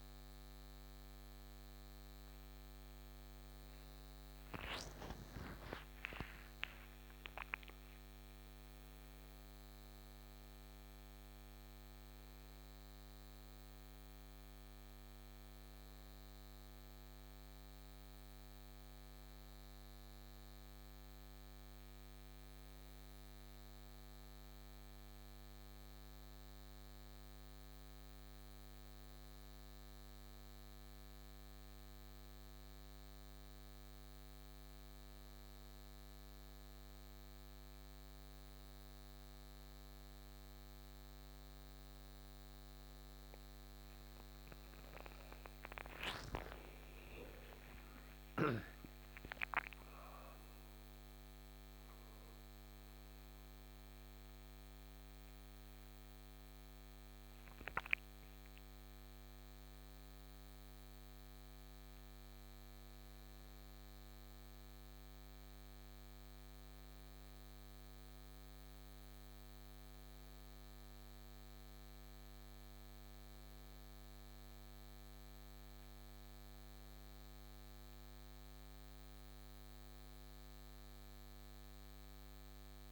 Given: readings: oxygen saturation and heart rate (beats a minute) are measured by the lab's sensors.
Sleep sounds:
a person partly awake in a sleep study, by a microphone on the trachea; none
2.00-82.92 s: new sleep stage, N1 (lightest sleep)
8.00-16.00 s: oxygen desaturation (device-marked, oxygen 97% before, 92% lowest, heart rate 80 before, 67 extreme)
45.00-51.50 s: arousal
From the record:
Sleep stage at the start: awake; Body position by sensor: on the right side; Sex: male

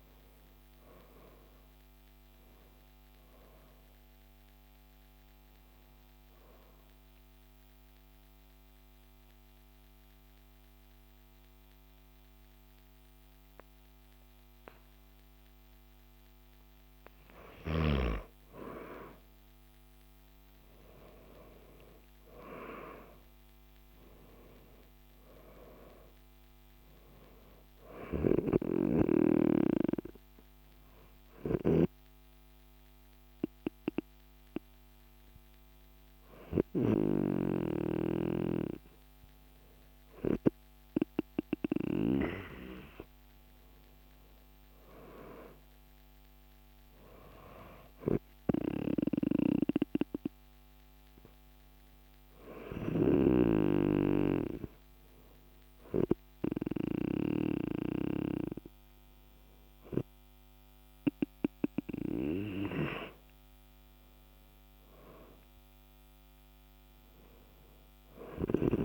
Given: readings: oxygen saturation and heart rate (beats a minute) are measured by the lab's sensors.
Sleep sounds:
breathing in sleep by a microphone on the trachea; 2
6.50-17.50 s: mixed apnea (oxygen 97% before, 94% lowest, heart rate 65 before, 50 extreme, up 13 after)
24.00-27.00 s: arousal
30.50-44.00 s: hypopnea (oxygen 97% before, 94% lowest, heart rate 61 before, 53 extreme, up 11 after)
44.50-57.50 s: oxygen desaturation (device-marked, oxygen 98% before, 94% lowest, heart rate 58 before, 52 extreme)
47.00-51.00 s: arousal
From the record:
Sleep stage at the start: N2 (light sleep); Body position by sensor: on the back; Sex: male

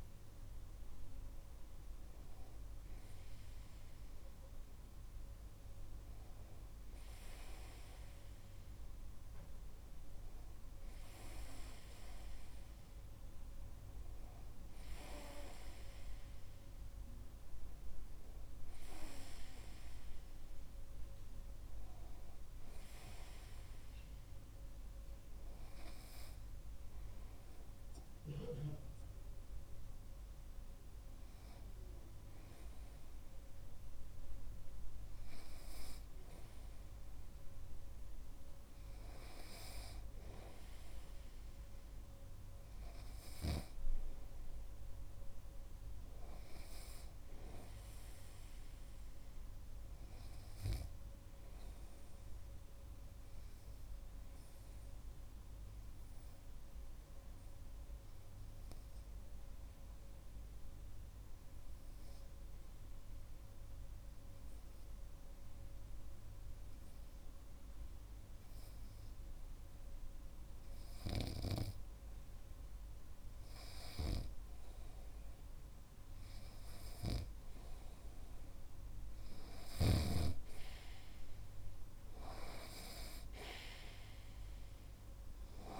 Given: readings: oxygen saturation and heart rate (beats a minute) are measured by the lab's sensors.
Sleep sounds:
breathing in sleep by a room microphone; 1
46.50-50.50 s: arousal
53.50-72.00 s: obstructive apnea (oxygen 99% before, 92% lowest)
75.50-79.50 s: arousal
From the record:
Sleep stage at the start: REM sleep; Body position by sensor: on the right side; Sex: male

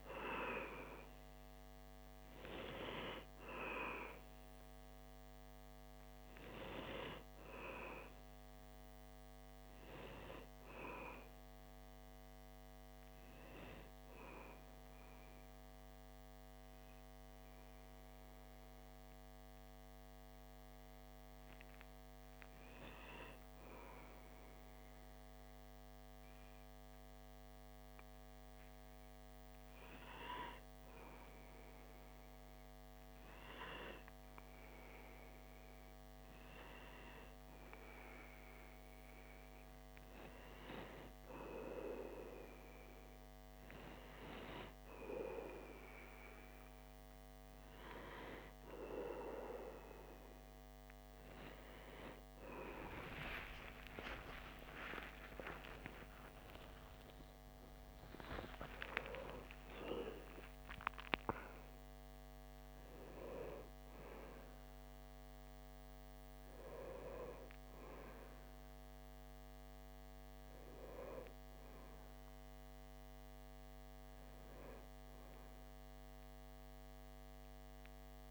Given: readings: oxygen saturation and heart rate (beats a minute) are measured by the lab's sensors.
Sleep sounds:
breathing in sleep by a microphone on the trachea; 1
22.00-37.00 s: hypopnea (oxygen 96% before, 92% lowest)
52.00-58.00 s: arousal
From the record:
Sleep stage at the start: REM sleep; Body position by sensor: on the back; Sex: male

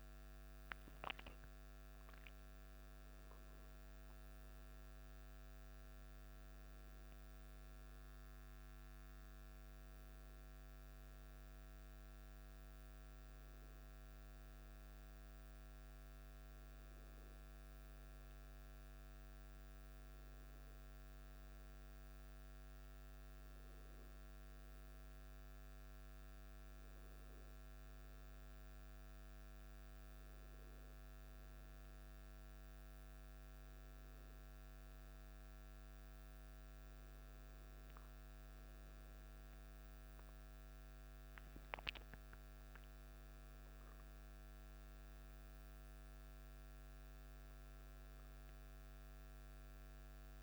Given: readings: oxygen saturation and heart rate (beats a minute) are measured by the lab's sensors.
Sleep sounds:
breathing in sleep, hard to hear, by a microphone on the trachea; none
0.00-20.50 s: oxygen desaturation (device-marked, oxygen 95% lowest, heart rate 52 extreme)
38.00-42.00 s: arousal
From the record:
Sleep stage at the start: N1 (lightest sleep); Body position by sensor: on the back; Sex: male

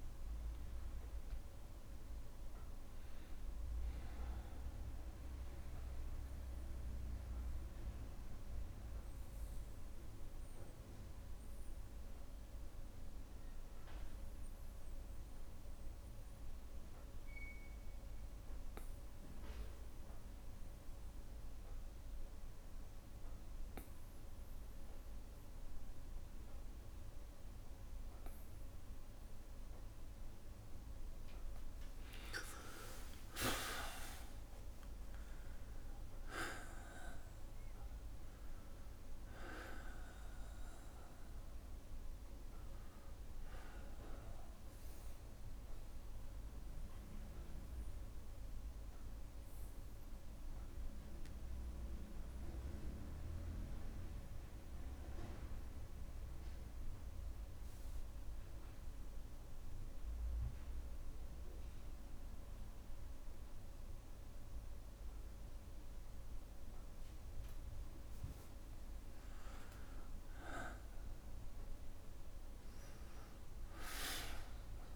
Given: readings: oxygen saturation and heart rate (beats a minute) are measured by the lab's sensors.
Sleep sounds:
breathing in sleep by a room microphone; 2
0.00-1.00 s: arousal
0.00-14.50 s: oxygen desaturation (device-marked, oxygen 95% lowest, heart rate 59 extreme)
7.50-29.00 s: obstructive apnea (oxygen 99% before, 90% lowest, heart rate 62 before, 59 extreme, up 5 after)
8.50-12.50 s: bradycardia (device-marked, heart rate 64 before, 59 extreme)
30.50-55.50 s: oxygen desaturation (device-marked, oxygen 98% before, 90% lowest, heart rate 61 before, 59 extreme)
32.50-37.50 s: arousal
46.00-66.00 s: obstructive apnea (oxygen 98% before, 90% lowest, heart rate 64 before, 59 extreme, up 5 after)
48.50-50.50 s: bradycardia (device-marked, heart rate 64 before, 61 extreme)
68.50-72.00 s: arousal
71.50-74.96 s: oxygen desaturation (device-marked, oxygen 99% before, 94% lowest, heart rate 61 before, 60 extreme)
From the record:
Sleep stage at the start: N2 (light sleep); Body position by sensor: on the back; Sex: male

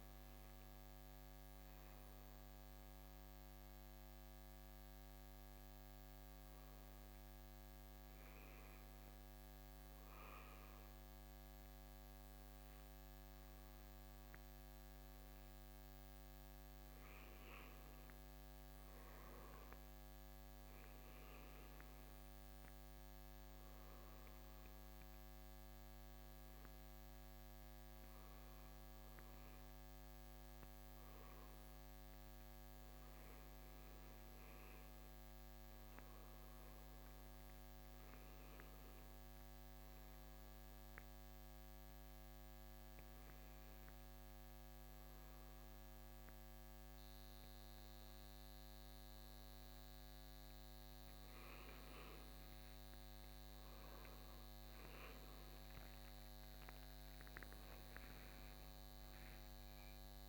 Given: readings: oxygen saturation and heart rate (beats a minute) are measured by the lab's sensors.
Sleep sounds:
breathing in sleep, hard to hear, by a microphone on the trachea; 1
18.00-21.00 s: arousal
24.00-36.50 s: hypopnea (oxygen 96% before, 92% lowest, heart rate 68 before, 67 extreme, up 2 after)
39.00-43.00 s: arousal
From the record:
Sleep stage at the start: N2 (light sleep); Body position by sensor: on the right side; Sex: male

